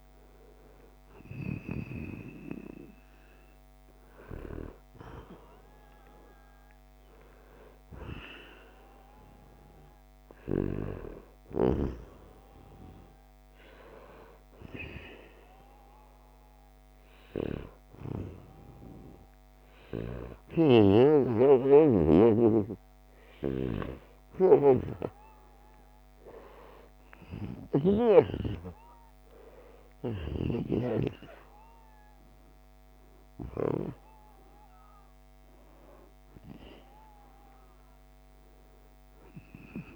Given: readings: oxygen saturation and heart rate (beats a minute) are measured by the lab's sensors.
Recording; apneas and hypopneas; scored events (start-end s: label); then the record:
breathing in sleep by a microphone on the trachea; 1
15.00-25.50 s: hypopnea (oxygen 99% before, 92% lowest, heart rate 82 before, 79 extreme, up 3 after)
22.50-39.96 s: new sleep stage, N2 (light sleep)
27.00-31.50 s: arousal
From the record:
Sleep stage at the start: N1 (lightest sleep); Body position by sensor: on the right side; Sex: male